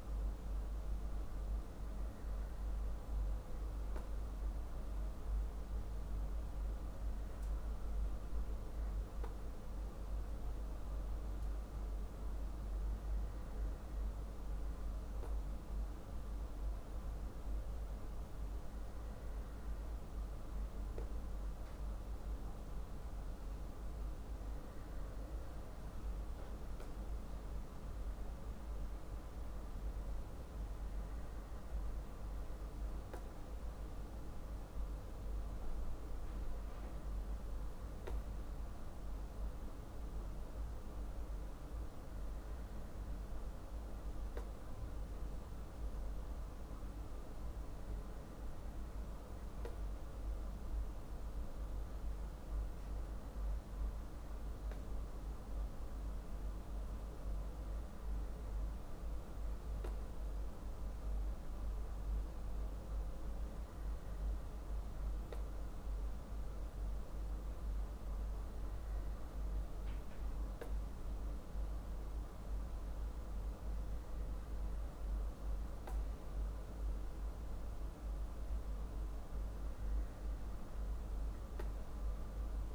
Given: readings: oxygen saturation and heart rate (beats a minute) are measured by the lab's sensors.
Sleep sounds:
breathing in sleep, hard to hear, by a room microphone; none
none scored
From the record:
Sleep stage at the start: N2 (light sleep); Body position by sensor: on the back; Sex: male

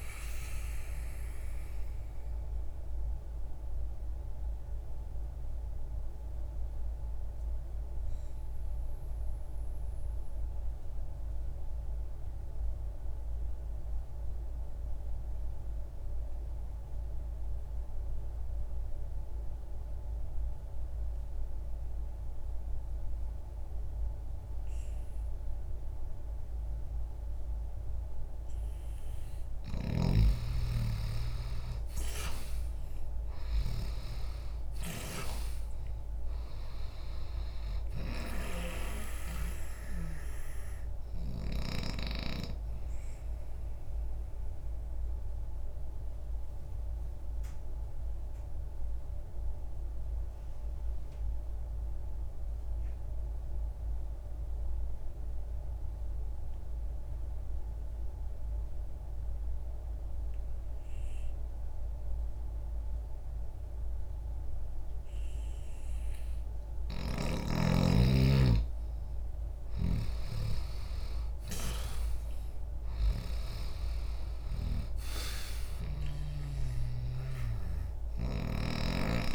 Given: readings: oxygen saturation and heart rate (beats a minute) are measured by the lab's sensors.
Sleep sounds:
breathing in sleep by a room microphone; 2
0.00-24.00 s: oxygen desaturation (device-marked, oxygen 83% lowest, heart rate 60 extreme)
1.50-29.50 s: obstructive apnea (oxygen 96% before, 83% lowest, heart rate 62 before, 60 extreme, up 1 after)
31.50-36.00 s: arousal
44.00-67.50 s: obstructive apnea (oxygen 97% before, 84% lowest, heart rate 61 before, 59 extreme, up 2 after)
53.00-64.00 s: oxygen desaturation (device-marked, oxygen 92% before, 84% lowest, heart rate 66 before, 59 extreme)
69.00-79.35 s: oxygen desaturation (device-marked, oxygen 97% before, 90% lowest, heart rate 64 before, 60 extreme)
69.50-76.00 s: snoring (device-marked)
70.00-75.50 s: arousal
From the record:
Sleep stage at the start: N2 (light sleep); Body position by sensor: on the left side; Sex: male

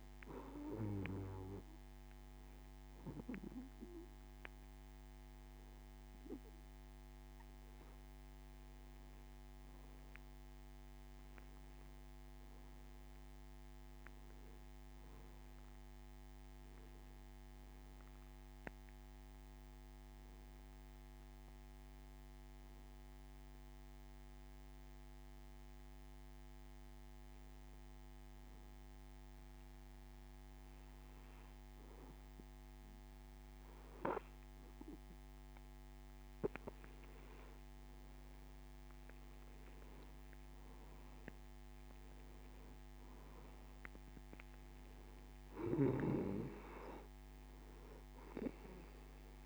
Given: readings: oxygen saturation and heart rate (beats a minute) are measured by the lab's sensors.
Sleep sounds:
breathing in sleep by a microphone on the trachea; 1
10.50-15.50 s: arousal
22.50-37.00 s: hypopnea (oxygen 95% before, 91% lowest)
40.00-43.50 s: arousal
40.00-49.46 s: oxygen desaturation (device-marked, oxygen 94% before, 91% lowest)
From the record:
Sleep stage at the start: N2 (light sleep); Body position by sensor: on the back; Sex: male

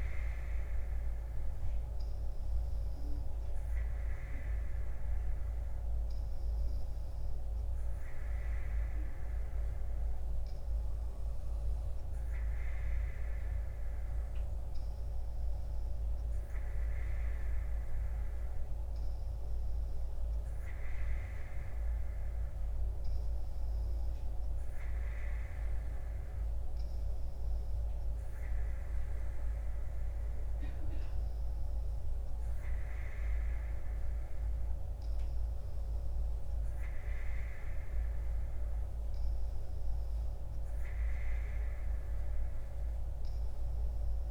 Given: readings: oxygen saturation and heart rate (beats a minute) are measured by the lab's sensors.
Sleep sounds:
breathing in sleep, hard to hear, by a room microphone; none
none scored
From the record:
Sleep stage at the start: N3 (deep sleep); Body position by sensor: on the right side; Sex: female

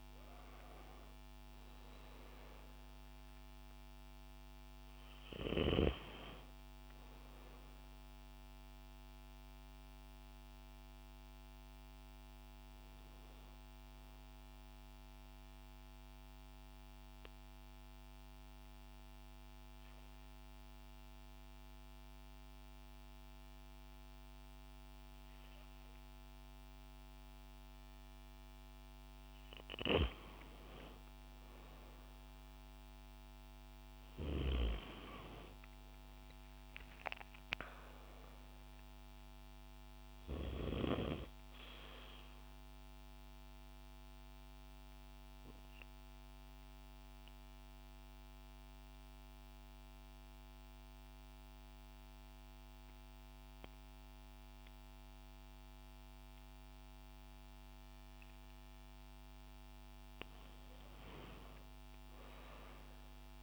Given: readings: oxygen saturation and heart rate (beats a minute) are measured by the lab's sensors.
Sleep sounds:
breathing in sleep by a microphone on the trachea; 2
0.00-22.00 s: oxygen desaturation (device-marked, oxygen 92% lowest, heart rate 90 extreme)
13.00-28.00 s: obstructive apnea (oxygen 98% before, 92% lowest, heart rate 140 before, 90 extreme, up 44 after)
31.50-36.50 s: arousal
32.00-56.00 s: oxygen desaturation (device-marked, oxygen 98% before, 92% lowest, heart rate 153 before, 90 extreme)
41.50-57.50 s: obstructive apnea (oxygen 98% before, 92% lowest, heart rate 137 before, 58 extreme, up 8 after)
60.00-63.43 s: arousal
From the record:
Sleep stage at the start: N2 (light sleep); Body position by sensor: on the back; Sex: female

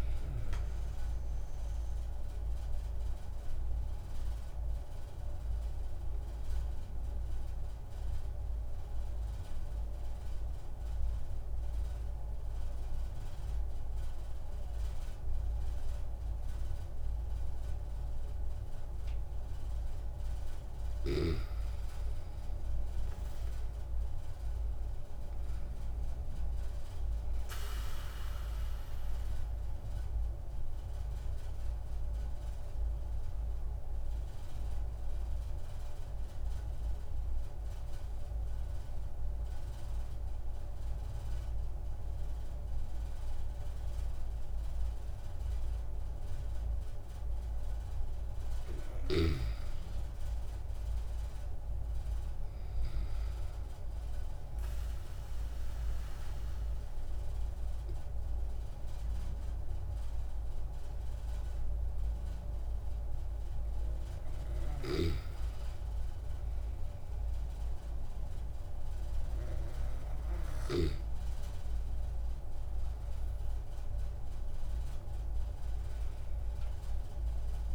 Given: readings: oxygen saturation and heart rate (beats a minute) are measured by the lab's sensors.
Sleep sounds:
breathing in sleep, hard to hear, by a room microphone; 2
3.50-19.50 s: obstructive apnea (oxygen 97% before, 94% lowest)
21.50-25.00 s: arousal
29.00-48.50 s: obstructive apnea (oxygen 97% before, 94% lowest)
50.00-53.50 s: arousal
From the record:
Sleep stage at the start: N2 (light sleep); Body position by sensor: on the back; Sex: male

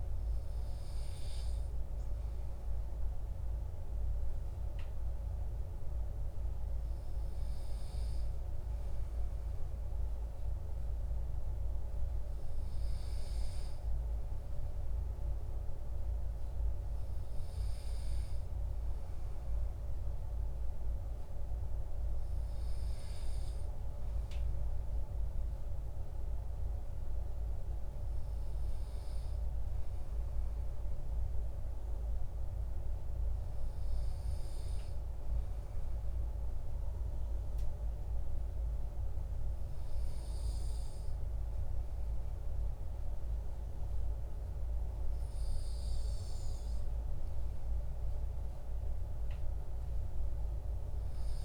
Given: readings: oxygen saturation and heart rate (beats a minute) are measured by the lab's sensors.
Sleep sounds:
breathing in sleep, hard to hear, by a room microphone; none
27.00-51.45 s: new sleep stage, N2 (light sleep)
From the record:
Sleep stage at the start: N1 (lightest sleep); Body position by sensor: on the back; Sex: male

